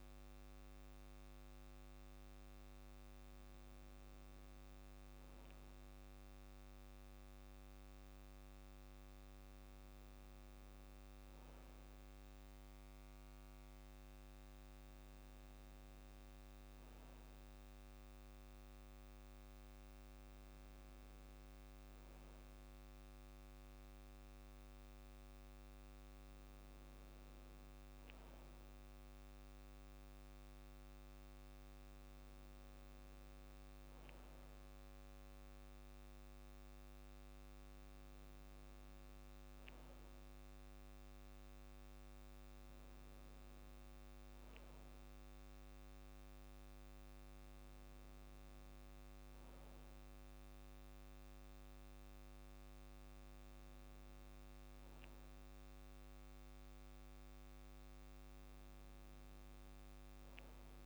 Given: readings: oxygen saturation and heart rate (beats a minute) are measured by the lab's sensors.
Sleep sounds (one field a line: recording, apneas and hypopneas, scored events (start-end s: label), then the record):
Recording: breathing in sleep, hard to hear, by a microphone on the trachea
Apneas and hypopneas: none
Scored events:
none scored
From the record:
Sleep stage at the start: N2 (light sleep)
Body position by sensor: on the back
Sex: male